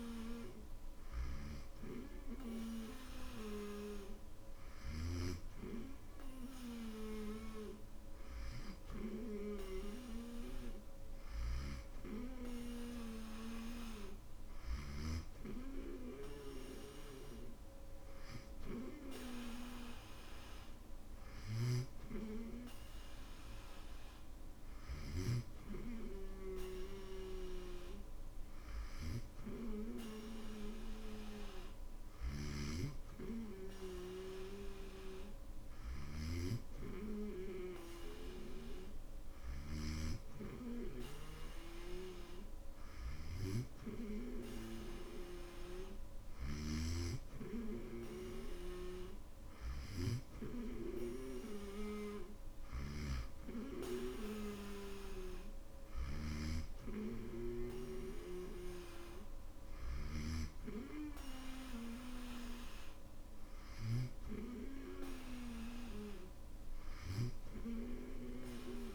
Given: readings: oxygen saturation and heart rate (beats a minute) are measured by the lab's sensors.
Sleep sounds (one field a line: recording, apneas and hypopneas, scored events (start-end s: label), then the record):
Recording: breathing in sleep by a room microphone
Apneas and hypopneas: none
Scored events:
52.50-56.50 s: snoring (device-marked)
From the record:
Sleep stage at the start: N2 (light sleep)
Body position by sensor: on the back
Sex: male